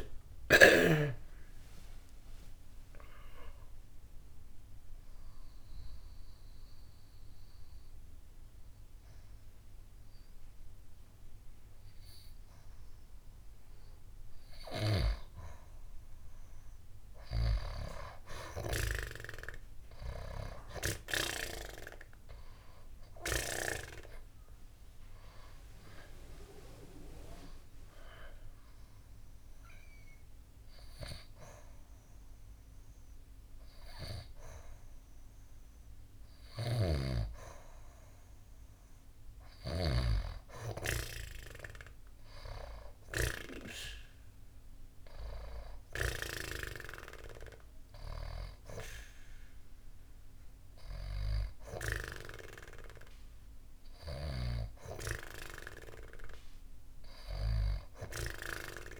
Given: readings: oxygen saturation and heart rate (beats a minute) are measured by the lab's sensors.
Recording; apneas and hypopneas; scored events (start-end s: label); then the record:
breathing in sleep by a room microphone; 2
0.00-1.00 s: arousal
2.00-14.50 s: obstructive apnea (oxygen 92% before, 89% lowest, heart rate 74 before, 66 extreme, up 9 after)
16.50-19.50 s: arousal
27.00-37.50 s: hypopnea (oxygen 94% before, 89% lowest, heart rate 72 before, 70 extreme, up 5 after)
32.50-39.50 s: oxygen desaturation (device-marked, oxygen 95% before, 89% lowest, heart rate 74 before, 70 extreme)
41.50-45.00 s: arousal
50.50-59.00 s: oxygen desaturation (device-marked, oxygen 94% before, 89% lowest, heart rate 73 before, 72 extreme)
From the record:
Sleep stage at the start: N2 (light sleep); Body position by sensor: on the back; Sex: female